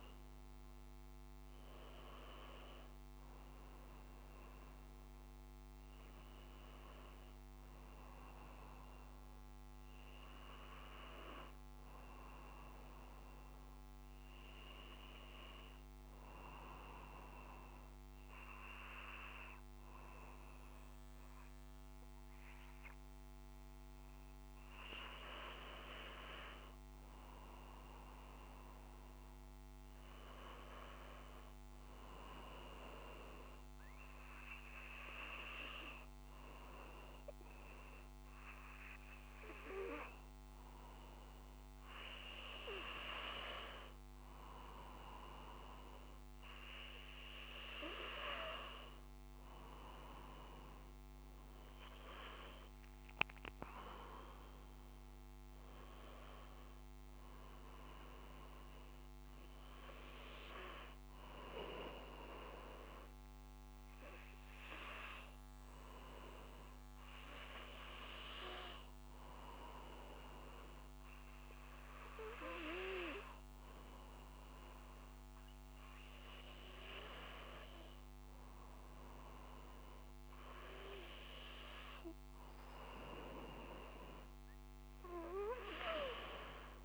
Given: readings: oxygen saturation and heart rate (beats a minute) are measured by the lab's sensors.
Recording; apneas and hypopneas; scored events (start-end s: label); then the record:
breathing in sleep by a microphone on the trachea; 1
61.00-77.00 s: hypopnea (oxygen 96% before, 93% lowest)
From the record:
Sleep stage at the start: N2 (light sleep); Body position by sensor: on the back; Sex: male